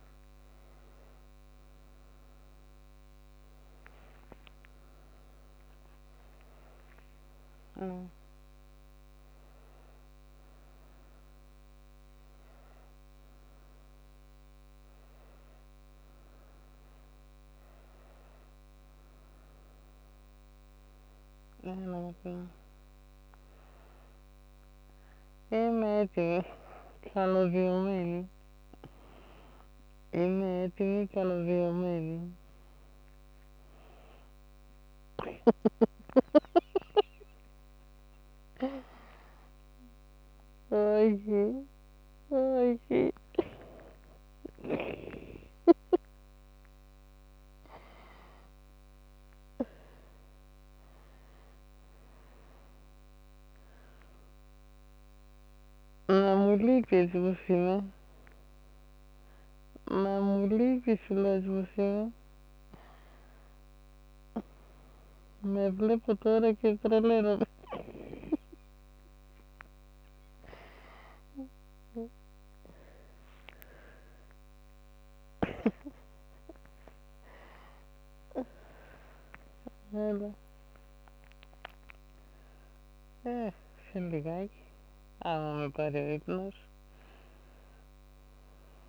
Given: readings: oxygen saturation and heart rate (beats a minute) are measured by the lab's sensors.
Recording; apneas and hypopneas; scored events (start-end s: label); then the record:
a person awake in a sleep study, by a microphone on the trachea; none
21.50-36.00 s: snoring (device-marked)
55.50-66.00 s: snoring (device-marked)
From the record:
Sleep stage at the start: awake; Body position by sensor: on the back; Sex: female